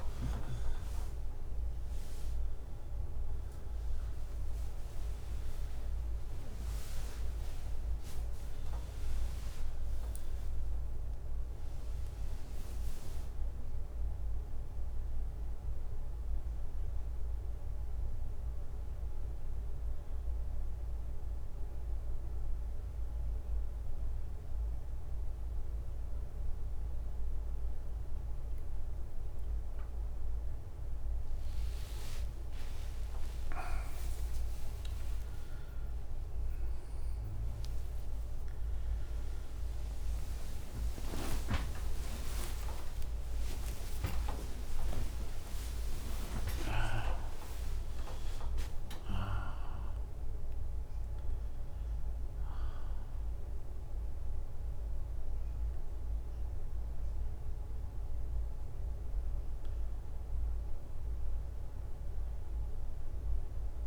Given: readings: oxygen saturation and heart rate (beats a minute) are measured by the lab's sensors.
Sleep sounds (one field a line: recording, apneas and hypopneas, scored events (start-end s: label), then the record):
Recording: a person awake in a sleep study, by a room microphone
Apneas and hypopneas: none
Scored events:
0.00-9.50 s: oxygen desaturation (device-marked, oxygen 90% lowest, heart rate 66 extreme)
0.00-19.50 s: drop in pulse transit time (device-marked, heart rate 73 extreme)
1.50-63.86 s: new sleep stage, awake
38.50-45.50 s: tachycardia (device-marked, heart rate 68 before, 140 extreme)
41.50-43.50 s: long interval between heartbeats (device-marked, heart rate 71 before, 111 extreme)
42.50-53.50 s: drop in pulse transit time (device-marked, heart rate 74 before, 79 extreme)
From the record:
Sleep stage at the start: N2 (light sleep)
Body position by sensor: on the back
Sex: male